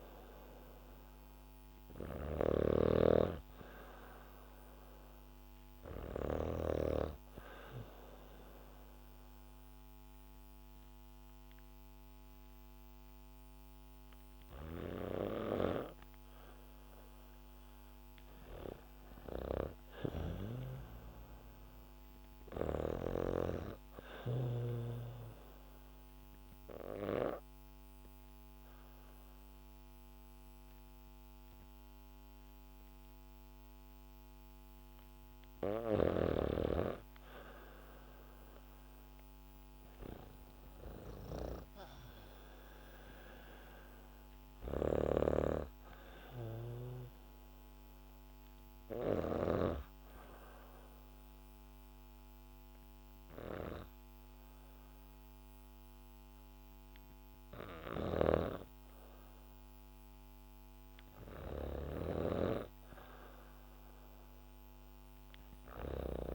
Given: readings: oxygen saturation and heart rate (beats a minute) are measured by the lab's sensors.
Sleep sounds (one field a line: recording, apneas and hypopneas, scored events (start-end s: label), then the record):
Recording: breathing in sleep by a microphone on the trachea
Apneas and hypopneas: 3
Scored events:
0.00-6.50 s: snoring (device-marked)
0.00-14.50 s: oxygen desaturation (device-marked, oxygen 95% lowest, heart rate 68 extreme)
7.50-17.50 s: obstructive apnea (oxygen 99% before, 95% lowest, heart rate 70 before, 69 extreme, up 5 after)
19.00-22.50 s: arousal
25.00-35.50 s: obstructive apnea (oxygen 99% before, 96% lowest, heart rate 71 before, 66 extreme, up 3 after)
38.50-43.50 s: arousal
44.00-49.00 s: snoring (device-marked)
48.50-61.00 s: hypopnea (oxygen 99% before, 95% lowest, heart rate 72 before, 67 extreme, up 6 after)
57.50-66.35 s: snoring (device-marked)
64.00-66.35 s: arousal
From the record:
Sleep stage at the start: N2 (light sleep)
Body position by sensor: on the back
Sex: female